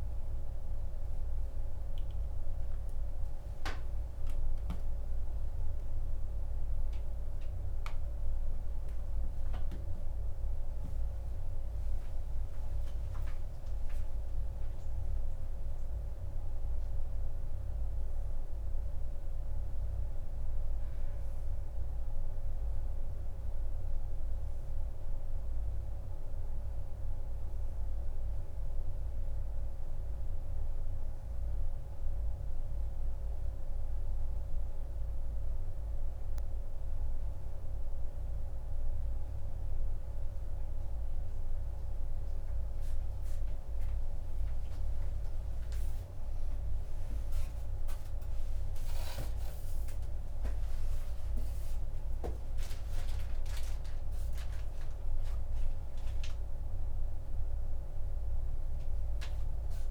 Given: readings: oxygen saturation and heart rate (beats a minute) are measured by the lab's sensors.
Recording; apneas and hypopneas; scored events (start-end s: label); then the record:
a person awake in a sleep study, hard to hear, by a room microphone; none
none scored
From the record:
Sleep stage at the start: awake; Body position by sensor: on the right side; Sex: female